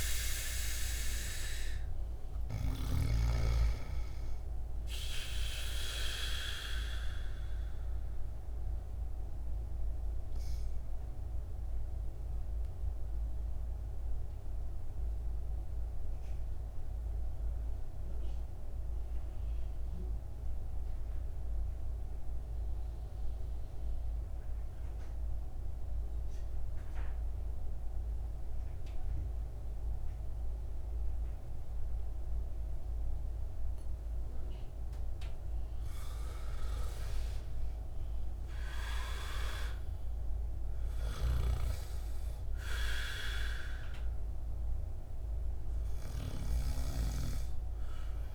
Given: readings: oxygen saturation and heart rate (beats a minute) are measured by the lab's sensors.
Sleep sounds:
breathing in sleep by a room microphone; 1
0.00-30.00 s: oxygen desaturation (device-marked, oxygen 77% lowest, heart rate 52 extreme)
6.00-35.50 s: mixed apnea (oxygen 99% before, 77% lowest, heart rate 62 before, 52 extreme, up 6 after)
37.00-40.00 s: arousal
45.00-48.35 s: oxygen desaturation (device-marked, oxygen 97% before, 83% lowest, heart rate 57 before, 52 extreme)
From the record:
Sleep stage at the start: N2 (light sleep); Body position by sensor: on the back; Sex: male

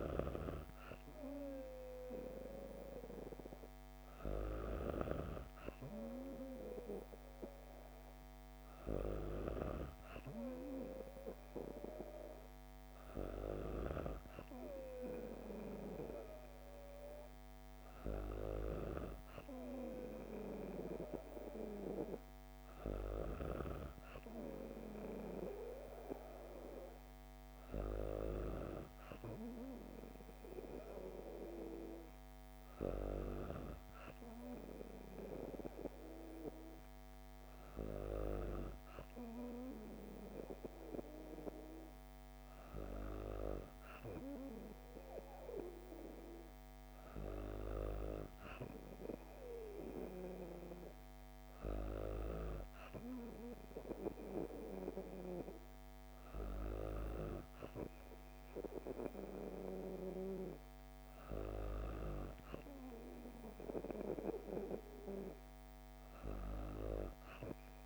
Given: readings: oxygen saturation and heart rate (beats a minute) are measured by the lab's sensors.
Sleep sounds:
breathing in sleep by a microphone on the trachea; none
none scored
From the record:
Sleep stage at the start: N2 (light sleep); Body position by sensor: on the back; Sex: female

